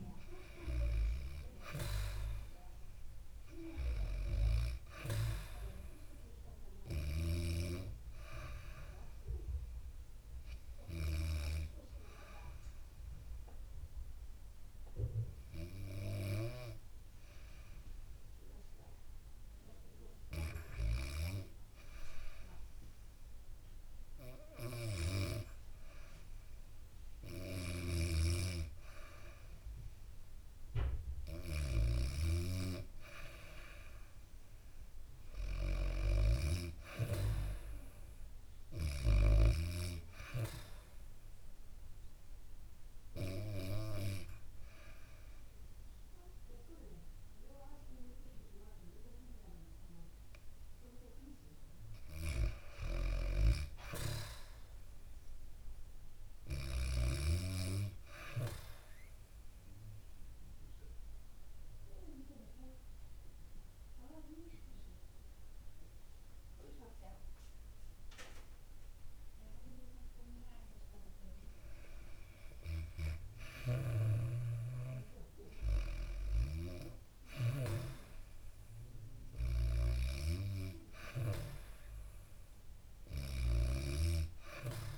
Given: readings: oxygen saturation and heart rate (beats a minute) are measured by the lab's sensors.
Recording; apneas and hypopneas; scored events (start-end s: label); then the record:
breathing in sleep by a room microphone; 3
0.00-1.00 s: arousal
0.00-17.50 s: oxygen desaturation (device-marked, oxygen 92% lowest, heart rate 64 extreme)
9.00-29.50 s: hypopnea (oxygen 97% before, 92% lowest, heart rate 61 before, 66 extreme, up 2 after)
26.50-38.50 s: snoring (device-marked)
28.50-51.50 s: oxygen desaturation (device-marked, oxygen 97% before, 93% lowest, heart rate 68 before, 64 extreme)
32.00-36.00 s: arousal
41.00-51.00 s: obstructive apnea (oxygen 97% before, 92% lowest, heart rate 68 before, 64 extreme, up 4 after)
53.00-56.50 s: arousal
56.50-67.50 s: oxygen desaturation (device-marked, oxygen 96% before, 92% lowest, heart rate 70 before, 64 extreme)
60.50-71.50 s: obstructive apnea (oxygen 96% before, 91% lowest, heart rate 71 before, 64 extreme, up 7 after)
72.50-84.98 s: snoring (device-marked)
73.50-77.00 s: arousal
79.50-84.98 s: oxygen desaturation (device-marked, oxygen 96% before, 92% lowest, heart rate 68 before, 62 extreme)
From the record:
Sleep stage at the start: REM sleep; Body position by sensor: on the back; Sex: female